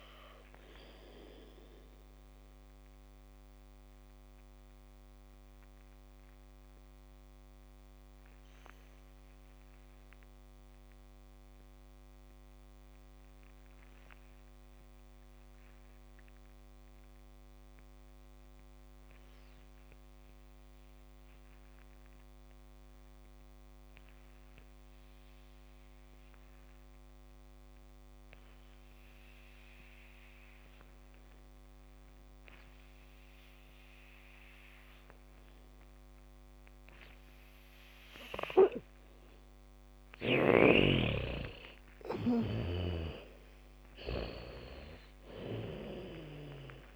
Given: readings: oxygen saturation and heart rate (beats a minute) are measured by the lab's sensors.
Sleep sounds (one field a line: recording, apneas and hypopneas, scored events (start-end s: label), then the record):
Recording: breathing in sleep by a microphone on the trachea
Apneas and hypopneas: 1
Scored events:
0.00-19.50 s: oxygen desaturation (device-marked, oxygen 78% lowest, heart rate 50 extreme)
2.50-38.50 s: mixed apnea (oxygen 99% before, 78% lowest, heart rate 62 before, 53 extreme, up 7 after)
28.50-35.50 s: bradycardia (device-marked, heart rate 70 before, 56 extreme)
29.50-46.96 s: oxygen desaturation (device-marked, oxygen 99% before, 78% lowest, heart rate 78 before, 53 extreme)
36.50-41.50 s: bradycardia (device-marked, heart rate 70 before, 58 extreme)
42.50-46.96 s: arousal
From the record:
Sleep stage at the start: N2 (light sleep)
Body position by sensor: on the back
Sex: female